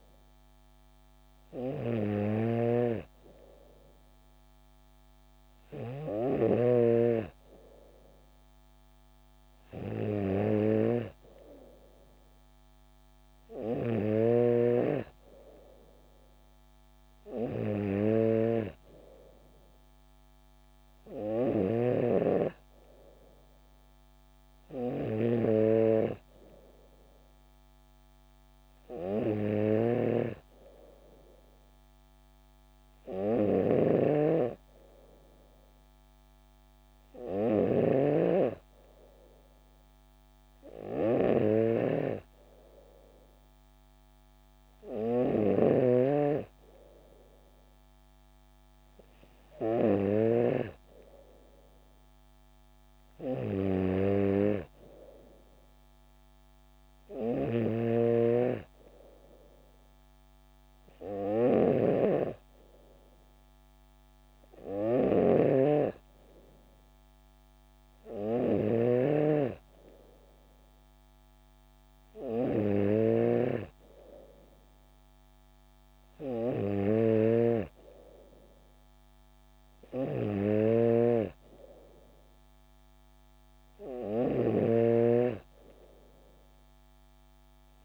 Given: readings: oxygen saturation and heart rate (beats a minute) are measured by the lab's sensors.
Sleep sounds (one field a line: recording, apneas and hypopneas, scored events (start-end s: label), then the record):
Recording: breathing in sleep by a microphone on the trachea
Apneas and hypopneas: none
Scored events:
2.50-6.50 s: snoring (device-marked)
14.00-50.50 s: snoring (device-marked)
57.50-87.85 s: snoring (device-marked)
From the record:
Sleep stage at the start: N3 (deep sleep)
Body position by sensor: on the back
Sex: female